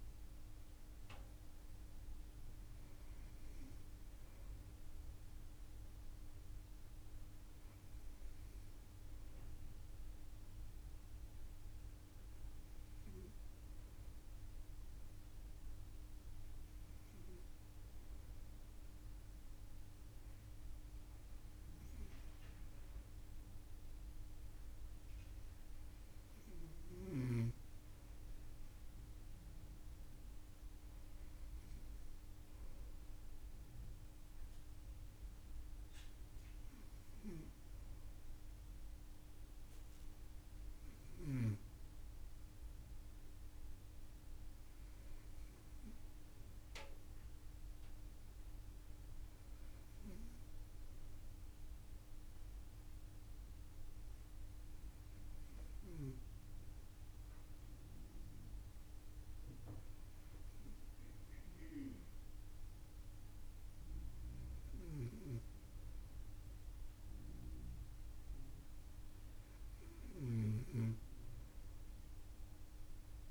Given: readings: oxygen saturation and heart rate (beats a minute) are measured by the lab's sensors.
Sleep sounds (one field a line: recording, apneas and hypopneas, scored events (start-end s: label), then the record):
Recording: breathing in sleep by a room microphone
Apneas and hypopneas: none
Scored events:
none scored
From the record:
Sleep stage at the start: N2 (light sleep)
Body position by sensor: on the front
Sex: female